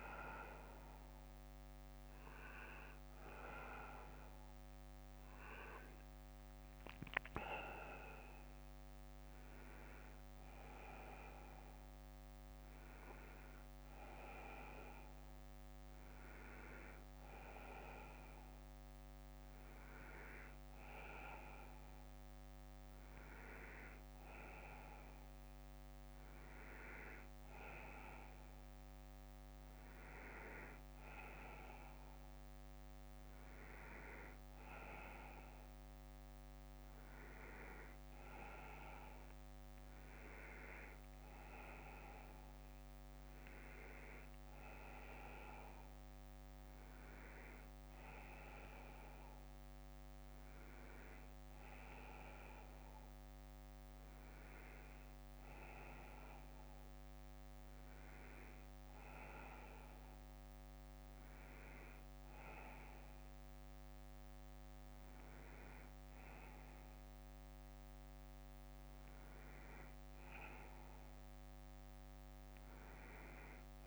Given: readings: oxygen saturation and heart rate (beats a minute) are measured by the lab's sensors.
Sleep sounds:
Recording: a person partly awake in a sleep study, by a microphone on the trachea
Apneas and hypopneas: none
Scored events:
9.00-69.00 s: new sleep stage, N1 (lightest sleep)
20.00-22.00 s: bradycardia (device-marked, heart rate 66 before, 60 extreme)
25.00-27.00 s: bradycardia (device-marked, heart rate 66 before, 60 extreme)
60.00-71.00 s: bradycardia (device-marked, heart rate 67 before, 56 extreme)
69.00-73.87 s: new sleep stage, N2 (light sleep)
From the record:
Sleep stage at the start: awake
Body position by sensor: on the front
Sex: male

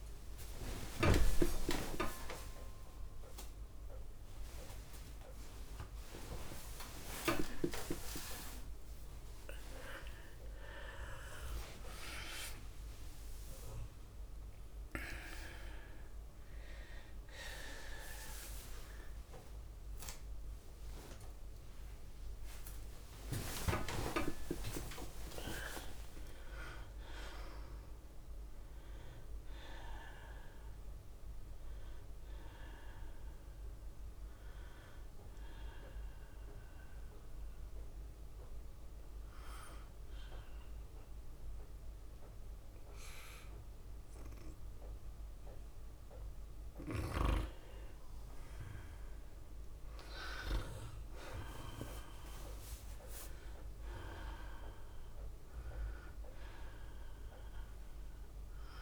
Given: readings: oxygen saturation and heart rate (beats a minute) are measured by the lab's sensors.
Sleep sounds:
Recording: a person partly awake in a sleep study, by a room microphone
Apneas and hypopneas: 1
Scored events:
0.00-1.50 s: long interval between heartbeats (device-marked, heart rate 115 extreme)
0.00-2.00 s: drop in pulse transit time (device-marked, heart rate 101 extreme)
0.00-8.00 s: oxygen desaturation (device-marked, oxygen 80% lowest, heart rate 97 extreme)
0.00-44.00 s: tachycardia (device-marked, heart rate 191 extreme)
4.00-6.00 s: long interval between heartbeats (device-marked, heart rate 110 before, 172 extreme)
6.00-8.00 s: long interval between heartbeats (device-marked, heart rate 118 before, 182 extreme)
19.00-21.00 s: long interval between heartbeats (device-marked, heart rate 134 before, 122 extreme)
21.50-23.50 s: long interval between heartbeats (device-marked, heart rate 135 before, 145 extreme)
24.50-26.50 s: long interval between heartbeats (device-marked, heart rate 135 before, 139 extreme)
27.00-58.82 s: new sleep stage, N2 (light sleep)
35.50-47.50 s: hypopnea (oxygen 99% before, 81% lowest, heart rate 121 before, 100 extreme, up 3 after)
46.00-58.82 s: tachycardia (device-marked, heart rate 104 before, 104 extreme)
50.00-53.50 s: arousal
54.00-58.82 s: oxygen desaturation (device-marked, oxygen 97% before, 88% lowest, heart rate 102 before, 99 extreme)
From the record:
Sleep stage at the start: awake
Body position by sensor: on the right side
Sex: female

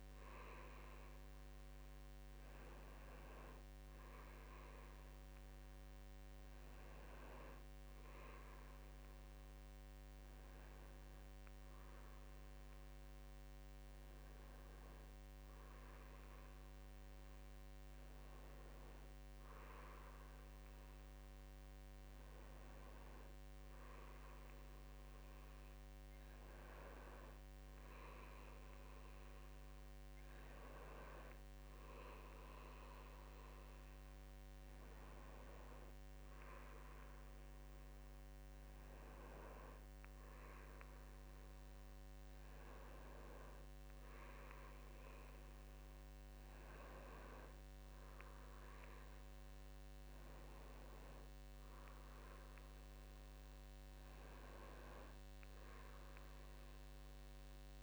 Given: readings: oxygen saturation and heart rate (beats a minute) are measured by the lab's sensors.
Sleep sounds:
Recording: breathing in sleep by a microphone on the trachea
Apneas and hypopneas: none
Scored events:
15.00-57.83 s: new sleep stage, REM sleep
From the record:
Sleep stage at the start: N2 (light sleep)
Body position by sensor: on the back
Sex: male

